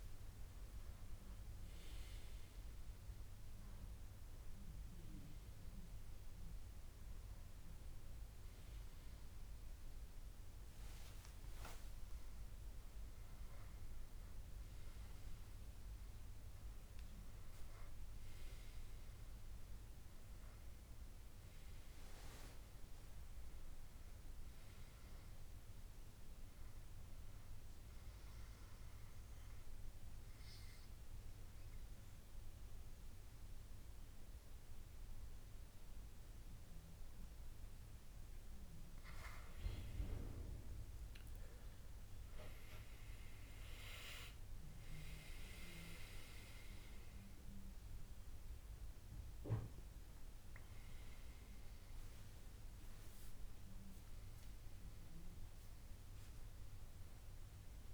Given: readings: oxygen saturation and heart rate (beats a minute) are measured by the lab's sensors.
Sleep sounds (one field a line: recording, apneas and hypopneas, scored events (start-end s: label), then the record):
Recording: breathing in sleep by a room microphone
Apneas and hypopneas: 1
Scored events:
0.00-2.50 s: arousal
28.00-39.00 s: obstructive apnea (oxygen 97% before, 92% lowest, heart rate 79 before, 69 extreme, up 9 after)
41.00-44.50 s: arousal
43.00-57.93 s: oxygen desaturation (device-marked, oxygen 96% before, 92% lowest, heart rate 74 before, 67 extreme)
From the record:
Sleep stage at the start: N2 (light sleep)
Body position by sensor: on the back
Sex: male